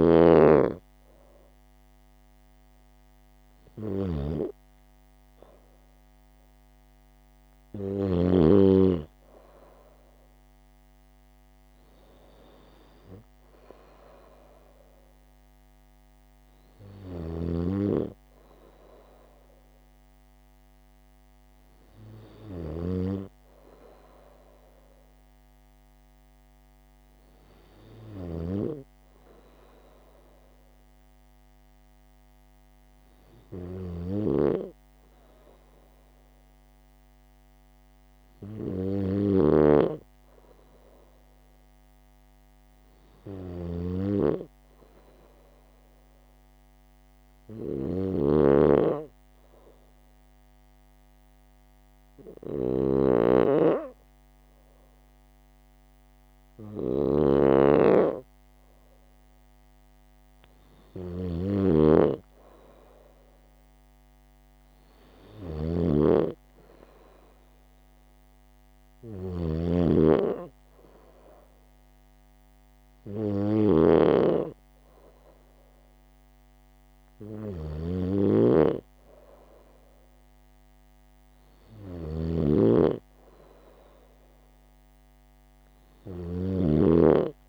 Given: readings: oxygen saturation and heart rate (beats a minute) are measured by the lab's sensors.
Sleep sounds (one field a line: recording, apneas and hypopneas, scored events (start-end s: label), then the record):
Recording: breathing in sleep by a microphone on the trachea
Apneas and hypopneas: none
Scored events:
0.00-8.50 s: snoring (device-marked)
17.00-87.49 s: snoring (device-marked)
From the record:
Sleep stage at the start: N2 (light sleep)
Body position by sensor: on the right side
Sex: female